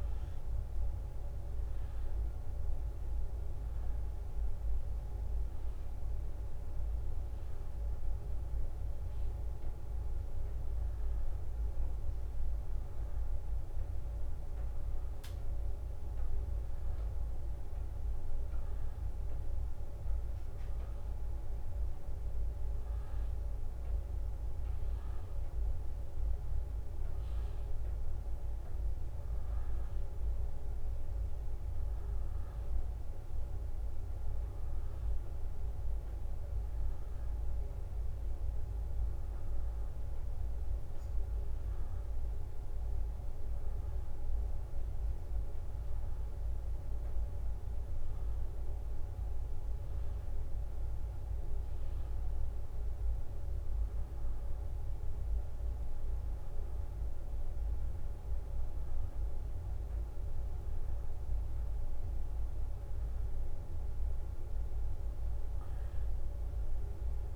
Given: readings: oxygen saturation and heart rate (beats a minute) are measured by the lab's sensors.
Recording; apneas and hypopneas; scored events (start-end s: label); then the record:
a person awake in a sleep study, hard to hear, by a room microphone; none
0.00-1.00 s: leg movement (device-marked)
2.50-9.50 s: leg movement (device-marked)
10.50-15.00 s: leg movement (device-marked)
16.00-20.50 s: leg movement (device-marked)
22.00-32.50 s: leg movement (device-marked)
47.00-51.00 s: leg movement (device-marked)
53.00-58.50 s: leg movement (device-marked)
58.50-63.00 s: leg movement (device-marked)
64.00-67.36 s: leg movement (device-marked)
From the record:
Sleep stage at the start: awake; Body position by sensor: on the back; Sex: female